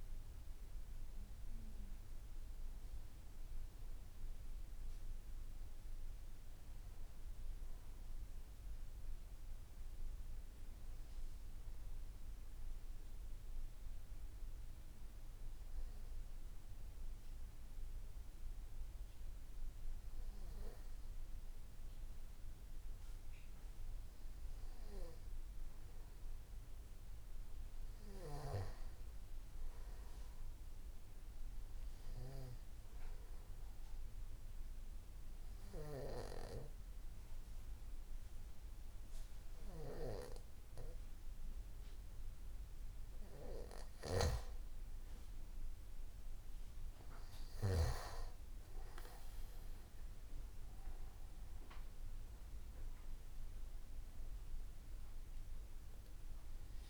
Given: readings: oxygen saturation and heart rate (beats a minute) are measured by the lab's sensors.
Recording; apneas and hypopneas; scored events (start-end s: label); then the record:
breathing in sleep by a room microphone; 2
0.00-5.00 s: oxygen desaturation (device-marked, oxygen 93% lowest, heart rate 56 extreme)
11.50-24.00 s: hypopnea (oxygen 97% before, 91% lowest, heart rate 59 before, 56 extreme, up 5 after)
26.00-28.50 s: arousal
33.50-45.00 s: obstructive apnea (oxygen 97% before, 91% lowest, heart rate 60 before, 56 extreme, up 6 after)
51.00-55.50 s: arousal
From the record:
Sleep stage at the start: N2 (light sleep); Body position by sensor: on the back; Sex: male